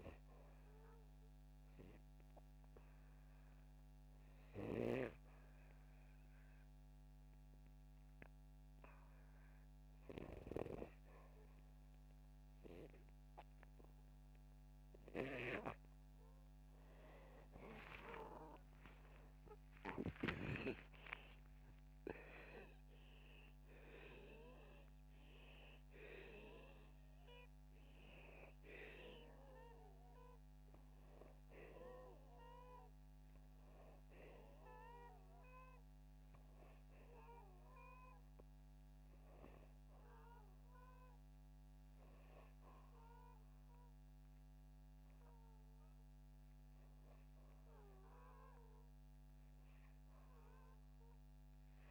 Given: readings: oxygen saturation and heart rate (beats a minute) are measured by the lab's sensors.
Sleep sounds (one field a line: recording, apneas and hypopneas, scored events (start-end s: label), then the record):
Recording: breathing in sleep by a microphone on the trachea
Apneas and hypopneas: 1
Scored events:
7.00-19.00 s: oxygen desaturation (device-marked, oxygen 97% before, 92% lowest, heart rate 80 before, 79 extreme)
17.50-23.50 s: arousal
29.00-40.50 s: hypopnea (oxygen 97% before, 91% lowest, heart rate 90 before, 79 extreme, up 2 after)
43.00-46.00 s: arousal
From the record:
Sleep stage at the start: REM sleep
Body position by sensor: upright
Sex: male